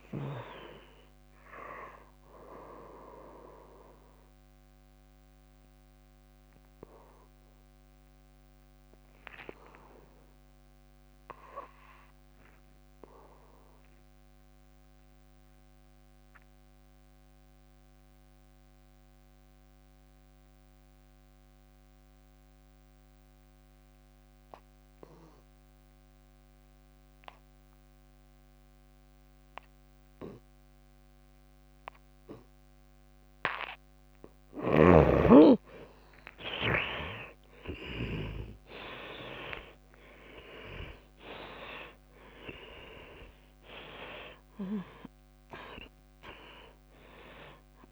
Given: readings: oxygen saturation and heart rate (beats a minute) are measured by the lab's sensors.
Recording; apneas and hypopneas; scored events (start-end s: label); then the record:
breathing in sleep by a microphone on the trachea; 1
0.00-6.50 s: drop in pulse transit time (device-marked, heart rate 55 extreme)
0.00-16.50 s: oxygen desaturation (device-marked, oxygen 88% lowest, heart rate 54 extreme)
4.00-34.00 s: obstructive apnea (oxygen 98% before, 73% lowest, heart rate 106 before, 54 extreme, up 52 after)
14.50-16.50 s: long interval between heartbeats (device-marked, heart rate 92 before, 65 extreme)
16.50-18.50 s: long interval between heartbeats (device-marked, heart rate 86 before, 86 extreme)
22.00-24.00 s: long interval between heartbeats (device-marked, heart rate 69 before, 62 extreme)
24.50-47.92 s: oxygen desaturation (device-marked, oxygen 98% before, 73% lowest, heart rate 66 before, 57 extreme)
36.50-41.00 s: arousal
38.50-40.50 s: long interval between heartbeats (device-marked, heart rate 68 before, 80 extreme)
38.50-47.92 s: tachycardia (device-marked, heart rate 66 before, 154 extreme)
43.50-45.50 s: long interval between heartbeats (device-marked, heart rate 74 before, 127 extreme)
From the record:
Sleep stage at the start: N2 (light sleep); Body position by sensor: on the back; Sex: female